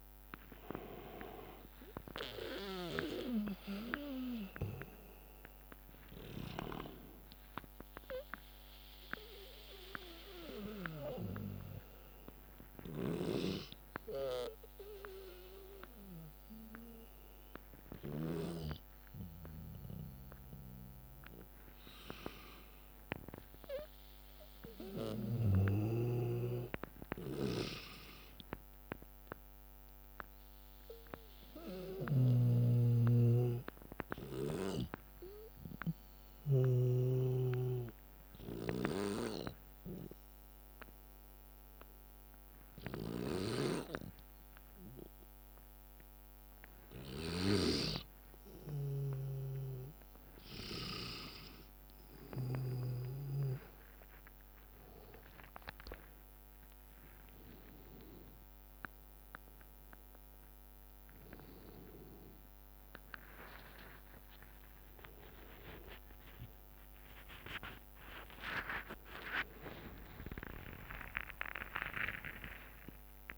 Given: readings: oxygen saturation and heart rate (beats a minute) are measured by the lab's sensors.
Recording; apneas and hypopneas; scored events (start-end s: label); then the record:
a person partly awake in a sleep study, by a microphone on the trachea; 2
1.00-61.00 s: new sleep stage, N1 (lightest sleep)
9.50-22.50 s: hypopnea (oxygen 100% before, 93% lowest, heart rate 97 before, 65 extreme, up 3 after)
13.00-18.50 s: snoring (device-marked)
26.00-29.50 s: arousal
32.00-37.00 s: snoring (device-marked)
38.00-51.50 s: obstructive apnea (oxygen 97% before, 93% lowest, heart rate 67 before, 64 extreme, up 14 after)
48.50-53.00 s: snoring (device-marked)
54.00-73.00 s: oxygen desaturation (device-marked, oxygen 97% before, 93% lowest, heart rate 67 before, 73 extreme)
61.00-73.37 s: new sleep stage, awake
71.00-73.00 s: long interval between heartbeats (device-marked, heart rate 74 before, 93 extreme)
72.00-73.37 s: drop in pulse transit time (device-marked, heart rate 75 before, 94 extreme)
From the record:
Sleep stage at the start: awake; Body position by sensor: on the back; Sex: male